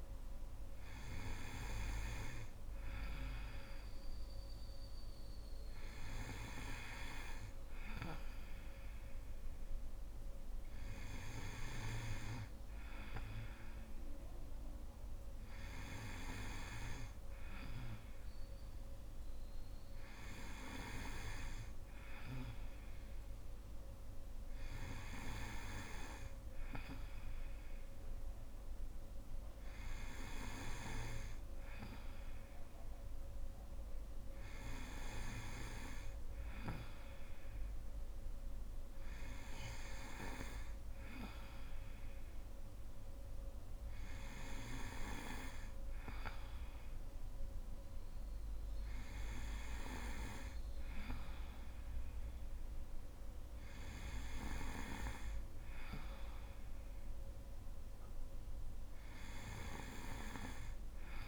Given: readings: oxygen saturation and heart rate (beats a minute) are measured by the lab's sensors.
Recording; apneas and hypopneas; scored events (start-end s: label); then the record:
breathing in sleep by a room microphone; none
none scored
From the record:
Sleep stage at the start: N2 (light sleep); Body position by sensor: on the right side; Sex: female